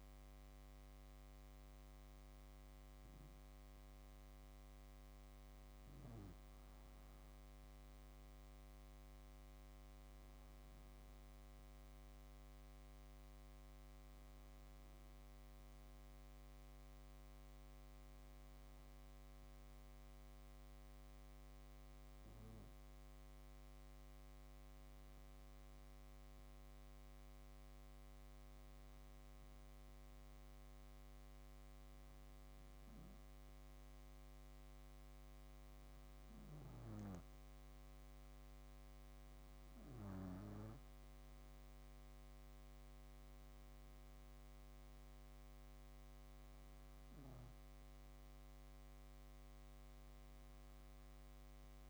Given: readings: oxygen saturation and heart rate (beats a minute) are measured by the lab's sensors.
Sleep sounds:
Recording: breathing in sleep, hard to hear, by a microphone on the trachea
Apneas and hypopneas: none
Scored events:
none scored
From the record:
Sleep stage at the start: N2 (light sleep)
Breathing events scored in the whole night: 144 in 7.3 hours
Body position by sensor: on the back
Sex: female

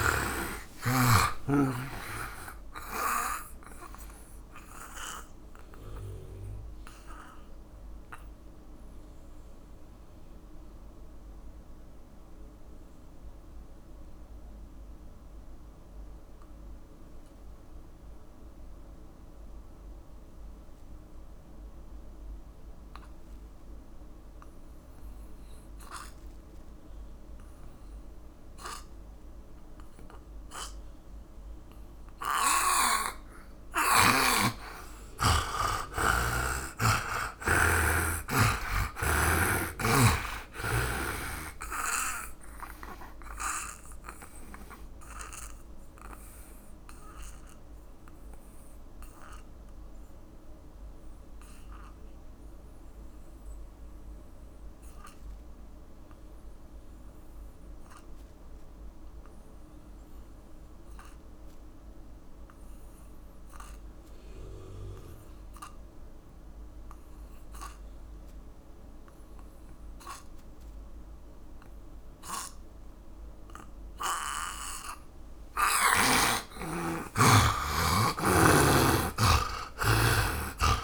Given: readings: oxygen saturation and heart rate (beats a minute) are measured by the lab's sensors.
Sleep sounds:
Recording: breathing in sleep by a room microphone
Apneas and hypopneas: 2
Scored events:
0.00-1.00 s: arousal
0.00-27.50 s: oxygen desaturation (device-marked, oxygen 78% lowest, heart rate 54 extreme)
0.50-3.50 s: tachycardia (device-marked, heart rate 40 before, 98 extreme)
4.50-34.50 s: mixed apnea (oxygen 100% before, 78% lowest, heart rate 64 before, 54 extreme, up 25 after)
29.50-63.50 s: oxygen desaturation (device-marked, oxygen 100% before, 78% lowest, heart rate 59 before, 49 extreme)
36.00-39.50 s: arousal
42.50-75.50 s: obstructive apnea (oxygen 100% before, 77% lowest, heart rate 59 before, 49 extreme, up 57 after)
71.50-80.84 s: oxygen desaturation (device-marked, oxygen 100% before, 77% lowest, heart rate 57 before, 51 extreme)
77.50-80.84 s: arousal
79.50-80.84 s: tachycardia (device-marked, heart rate 48 before, 116 extreme)
From the record:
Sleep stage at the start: N2 (light sleep)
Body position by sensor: on the right side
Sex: male

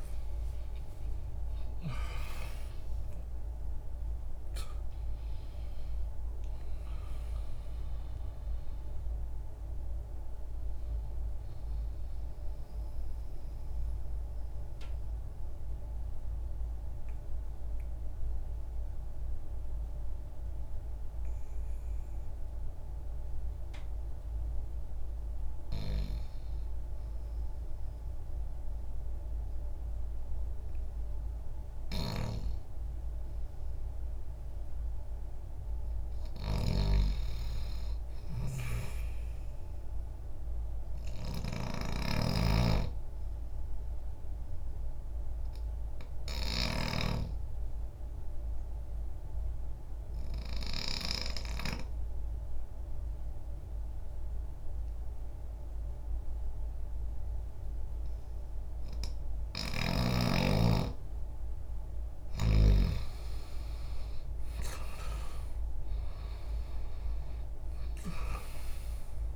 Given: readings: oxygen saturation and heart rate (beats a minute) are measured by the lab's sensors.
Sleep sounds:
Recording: breathing in sleep by a room microphone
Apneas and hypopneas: 2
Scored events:
0.00-3.50 s: arousal
0.00-13.00 s: oxygen desaturation (device-marked, oxygen 90% lowest, heart rate 59 extreme)
12.50-25.00 s: mixed apnea (oxygen 97% before, 82% lowest, heart rate 62 before, 60 extreme, up 0 after)
18.00-32.00 s: oxygen desaturation (device-marked, oxygen 91% before, 82% lowest, heart rate 62 before, 60 extreme)
28.50-33.00 s: arousal
36.00-47.00 s: snoring (device-marked)
38.00-63.00 s: oxygen desaturation (device-marked, oxygen 98% before, 87% lowest, heart rate 60 before, 60 extreme)
44.00-60.50 s: obstructive apnea (oxygen 98% before, 82% lowest, heart rate 60 before, 60 extreme, up 4 after)
62.50-67.00 s: arousal
From the record:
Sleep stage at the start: N2 (light sleep)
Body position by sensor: on the left side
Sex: male

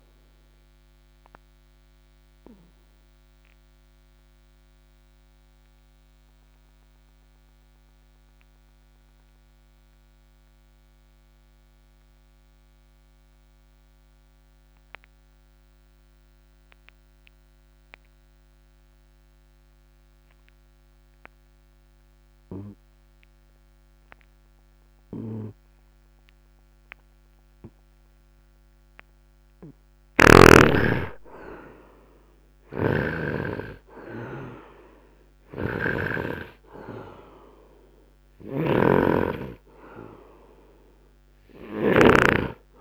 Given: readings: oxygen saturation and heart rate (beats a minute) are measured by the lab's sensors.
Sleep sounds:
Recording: breathing in sleep by a microphone on the trachea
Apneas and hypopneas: 1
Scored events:
0.00-22.00 s: oxygen desaturation (device-marked, oxygen 73% lowest, heart rate 52 extreme)
1.50-29.00 s: obstructive apnea (oxygen 97% before, 73% lowest, heart rate 58 before, 58 extreme, up 0 after)
30.00-33.50 s: snoring (device-marked)
30.50-35.50 s: arousal
35.50-42.00 s: snoring (device-marked)
41.00-42.81 s: oxygen desaturation (device-marked, oxygen 88% before, 75% lowest, heart rate 61 before, 50 extreme)
From the record:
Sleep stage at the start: N2 (light sleep)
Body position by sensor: upright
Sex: male

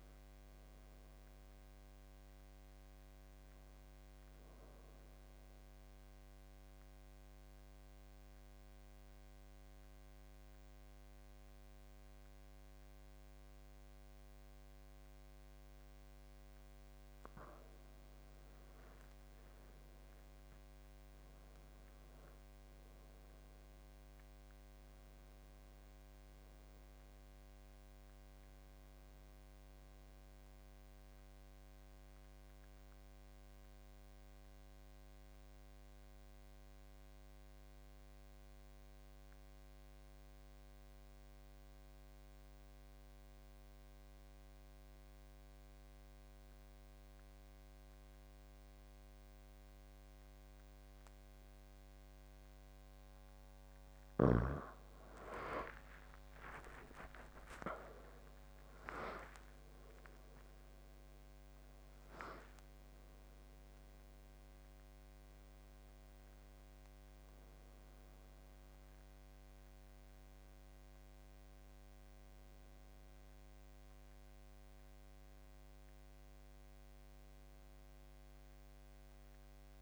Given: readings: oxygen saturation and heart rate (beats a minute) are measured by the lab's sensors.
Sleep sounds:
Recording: breathing in sleep by a microphone on the trachea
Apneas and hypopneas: 2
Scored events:
0.00-1.50 s: arousal
5.50-17.50 s: central apnea (oxygen 98% before, 85% lowest, heart rate 75 before, 72 extreme, up 12 after)
19.00-25.00 s: arousal
20.00-41.00 s: oxygen desaturation (device-marked, oxygen 96% before, 90% lowest, heart rate 81 before, 72 extreme)
31.00-52.50 s: mixed apnea (oxygen 98% before, 85% lowest, heart rate 84 before, 72 extreme, up 27 after)
55.00-79.82 s: oxygen desaturation (device-marked, oxygen 96% before, 85% lowest, heart rate 77 before, 75 extreme)
55.50-61.00 s: arousal
From the record:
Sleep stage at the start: N2 (light sleep)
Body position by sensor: on the back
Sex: male

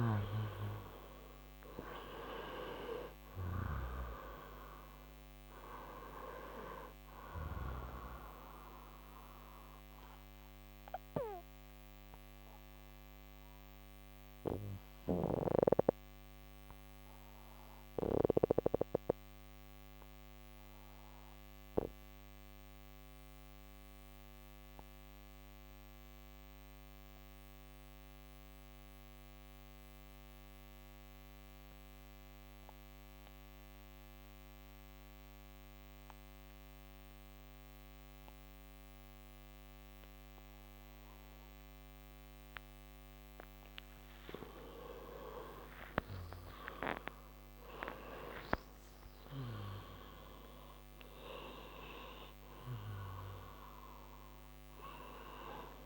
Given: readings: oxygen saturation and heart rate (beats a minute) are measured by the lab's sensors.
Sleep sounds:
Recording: breathing in sleep by a microphone on the trachea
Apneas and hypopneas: 1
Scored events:
0.00-25.50 s: oxygen desaturation (device-marked, oxygen 88% lowest, heart rate 56 extreme)
8.50-44.00 s: obstructive apnea (oxygen 98% before, 88% lowest, heart rate 70 before, 56 extreme)
45.00-50.50 s: arousal
45.50-55.86 s: oxygen desaturation (device-marked, oxygen 97% before, 90% lowest, heart rate 61 before, 55 extreme)
From the record:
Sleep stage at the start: N2 (light sleep)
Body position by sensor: on the right side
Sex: male

